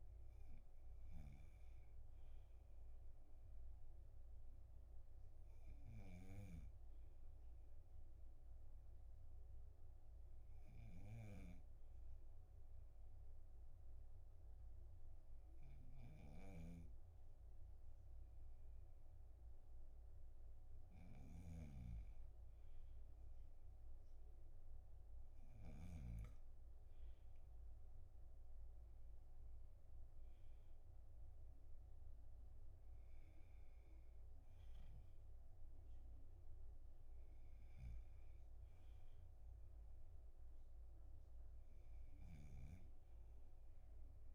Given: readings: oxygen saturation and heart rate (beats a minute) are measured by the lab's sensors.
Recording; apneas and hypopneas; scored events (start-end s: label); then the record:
breathing in sleep by a room microphone; 1
9.00-21.50 s: hypopnea (oxygen 99% before, 96% lowest, heart rate 45 before, 39 extreme, up 11 after)
16.50-22.00 s: snoring (device-marked)
24.50-28.00 s: arousal
42.50-44.35 s: snoring (device-marked)
From the record:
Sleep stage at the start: N2 (light sleep); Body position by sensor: on the back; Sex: male